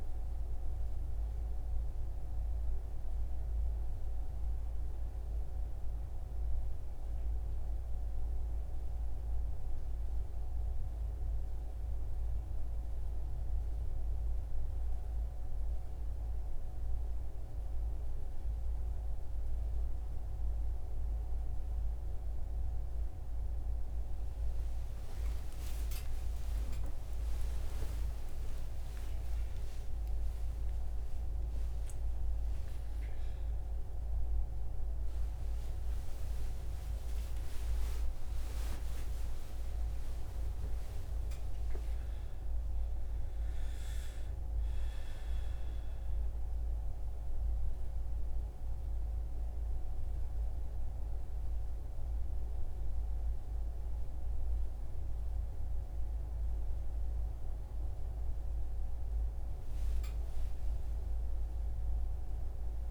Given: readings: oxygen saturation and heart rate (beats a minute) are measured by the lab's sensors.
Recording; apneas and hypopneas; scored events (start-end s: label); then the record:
a person partly awake in a sleep study, hard to hear, by a room microphone; none
19.00-49.00 s: new sleep stage, awake
49.00-62.91 s: new sleep stage, N1 (lightest sleep)
From the record:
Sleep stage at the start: N2 (light sleep); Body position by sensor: on the right side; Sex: male